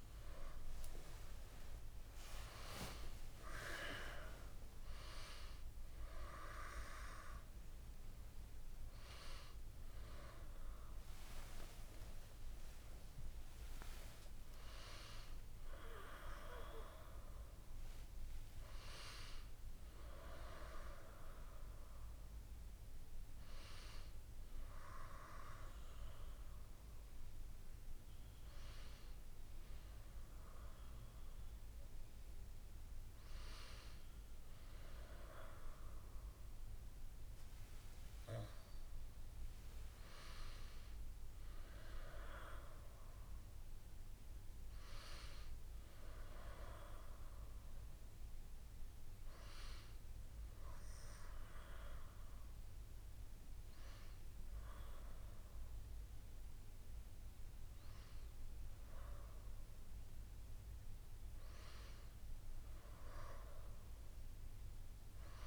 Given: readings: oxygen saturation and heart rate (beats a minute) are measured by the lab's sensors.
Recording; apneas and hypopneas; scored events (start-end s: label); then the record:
breathing in sleep by a room microphone; none
10.50-12.50 s: long interval between heartbeats (device-marked, heart rate 74 before, 83 extreme)
10.50-15.50 s: arousal
13.50-15.50 s: long interval between heartbeats (device-marked, heart rate 77 before, 131 extreme)
From the record:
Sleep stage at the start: N2 (light sleep); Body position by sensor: on the back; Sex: female